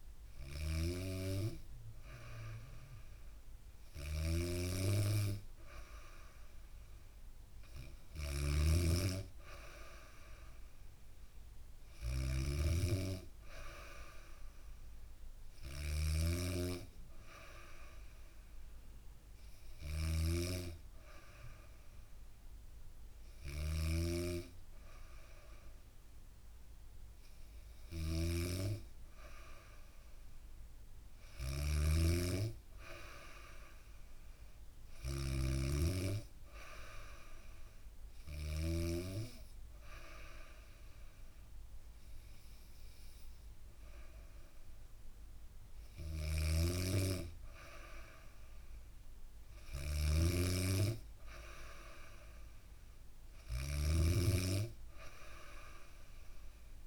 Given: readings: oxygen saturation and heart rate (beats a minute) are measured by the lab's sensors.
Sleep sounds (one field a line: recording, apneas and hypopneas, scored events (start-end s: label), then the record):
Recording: breathing in sleep by a room microphone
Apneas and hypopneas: none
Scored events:
0.00-38.00 s: snoring (device-marked)
45.00-56.87 s: snoring (device-marked)
From the record:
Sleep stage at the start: N2 (light sleep)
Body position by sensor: on the back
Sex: female